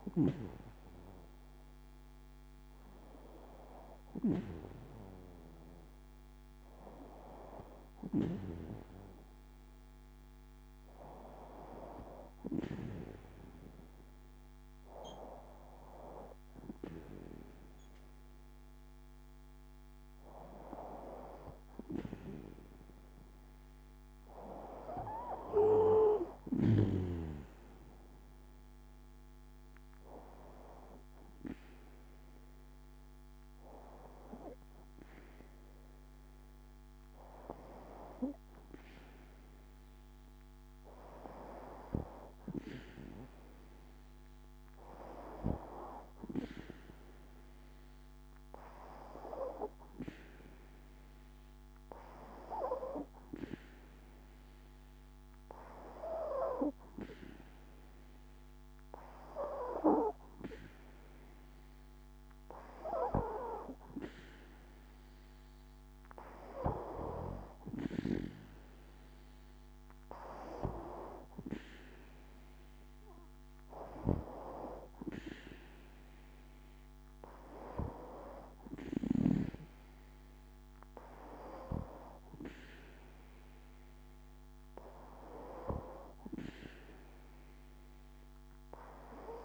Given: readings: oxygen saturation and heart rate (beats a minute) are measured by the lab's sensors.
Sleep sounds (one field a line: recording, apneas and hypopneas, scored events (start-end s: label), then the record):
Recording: breathing in sleep by a microphone on the trachea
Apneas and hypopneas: 1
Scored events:
29.50-39.50 s: hypopnea (oxygen 95% before, 94% lowest, heart rate 61 before, 61 extreme, up 3 after)
41.50-46.00 s: arousal
54.00-89.45 s: new sleep stage, N2 (light sleep)
From the record:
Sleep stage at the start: N1 (lightest sleep)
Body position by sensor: on the back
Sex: female